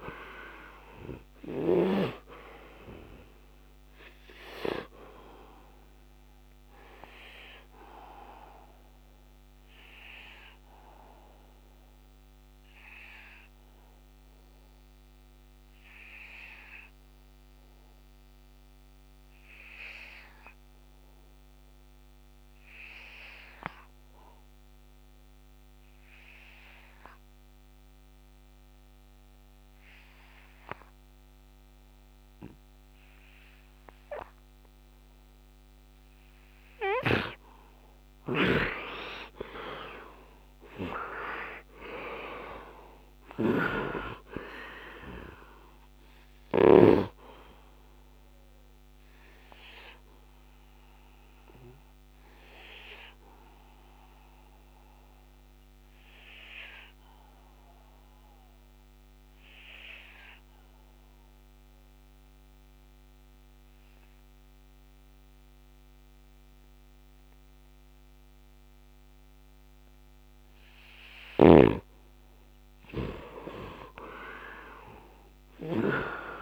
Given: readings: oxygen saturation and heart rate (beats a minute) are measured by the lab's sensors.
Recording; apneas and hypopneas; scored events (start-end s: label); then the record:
breathing in sleep by a microphone on the trachea; 2
0.00-26.00 s: oxygen desaturation (device-marked, oxygen 76% lowest, heart rate 66 extreme)
7.00-35.50 s: obstructive apnea (oxygen 96% before, 72% lowest, heart rate 77 before, 69 extreme, up 6 after)
28.00-65.00 s: oxygen desaturation (device-marked, oxygen 99% before, 72% lowest, heart rate 72 before, 69 extreme)
37.50-46.50 s: snoring (device-marked)
38.00-42.50 s: arousal
55.00-69.00 s: obstructive apnea (oxygen 99% before, 72% lowest, heart rate 79 before, 69 extreme, up 27 after)
67.00-76.42 s: oxygen desaturation (device-marked, oxygen 100% before, 77% lowest, heart rate 72 before, 77 extreme)
70.50-75.50 s: snoring (device-marked)
71.00-76.00 s: arousal
From the record:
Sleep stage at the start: N2 (light sleep); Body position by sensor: on the right side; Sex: male